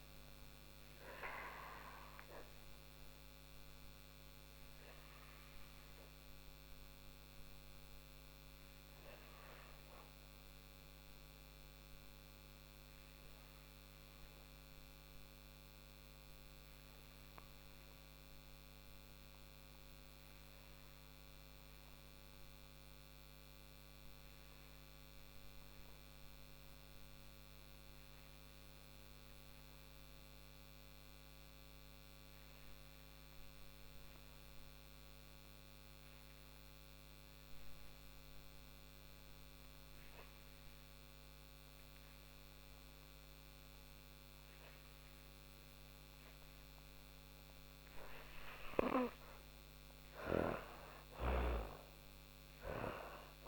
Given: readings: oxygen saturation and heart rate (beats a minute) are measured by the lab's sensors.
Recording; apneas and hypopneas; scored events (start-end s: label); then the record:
breathing in sleep by a microphone on the trachea; 1
0.00-14.50 s: oxygen desaturation (device-marked, oxygen 88% lowest, heart rate 30 extreme)
7.50-36.00 s: hypopnea (oxygen 98% before, 85% lowest, heart rate 95 before, 30 extreme, up 41 after)
34.50-53.48 s: oxygen desaturation (device-marked, oxygen 98% before, 85% lowest, heart rate 44 before, 45 extreme)
46.50-51.00 s: arousal
From the record:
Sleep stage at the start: N2 (light sleep); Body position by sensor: on the back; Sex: female